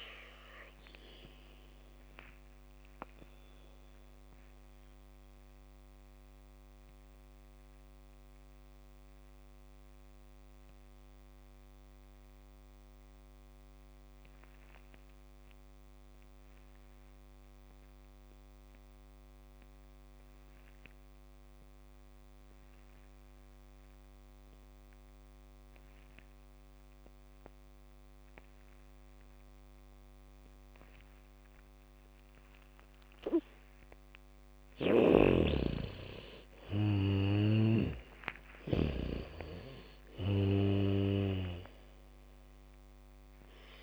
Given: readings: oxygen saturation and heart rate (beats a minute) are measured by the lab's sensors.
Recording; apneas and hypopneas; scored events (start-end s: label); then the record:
breathing in sleep by a microphone on the trachea; 1
0.00-16.00 s: oxygen desaturation (device-marked, oxygen 79% lowest, heart rate 46 extreme)
3.00-33.00 s: mixed apnea (oxygen 99% before, 79% lowest, heart rate 60 before, 49 extreme, up 1 after)
30.00-43.83 s: oxygen desaturation (device-marked, oxygen 99% before, 79% lowest, heart rate 73 before, 49 extreme)
31.00-40.00 s: bradycardia (device-marked, heart rate 74 before, 49 extreme)
34.50-39.00 s: arousal
35.00-38.50 s: snoring (device-marked)
From the record:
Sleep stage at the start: N2 (light sleep); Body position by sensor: on the back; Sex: female